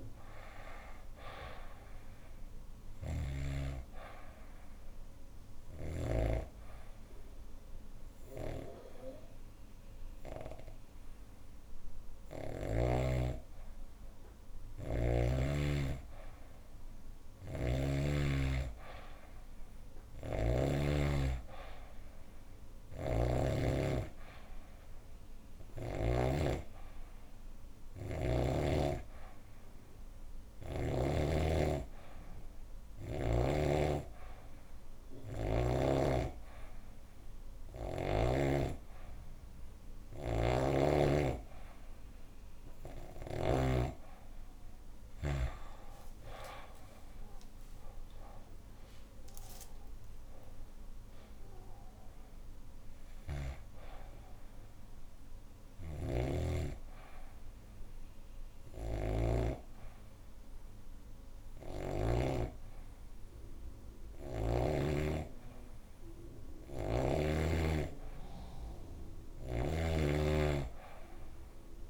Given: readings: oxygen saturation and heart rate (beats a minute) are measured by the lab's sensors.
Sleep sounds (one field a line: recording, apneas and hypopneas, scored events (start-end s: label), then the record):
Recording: breathing in sleep by a room microphone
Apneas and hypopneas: 2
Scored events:
0.00-6.00 s: snoring (device-marked)
0.00-13.00 s: oxygen desaturation (device-marked, oxygen 93% lowest, heart rate 115 extreme)
5.00-15.50 s: obstructive apnea (oxygen 97% before, 91% lowest, heart rate 108 before, 115 extreme, up 34 after)
17.00-20.50 s: snoring (device-marked)
17.00-21.00 s: arousal
21.00-33.00 s: oxygen desaturation (device-marked, oxygen 96% before, 93% lowest, heart rate 132 before, 85 extreme)
22.50-26.00 s: snoring (device-marked)
46.50-51.50 s: arousal
52.50-62.00 s: snoring (device-marked)
55.50-66.00 s: obstructive apnea (oxygen 95% before, 91% lowest, heart rate 135 before, 47 extreme)
68.00-71.90 s: arousal
From the record:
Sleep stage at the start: N2 (light sleep)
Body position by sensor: on the back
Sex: female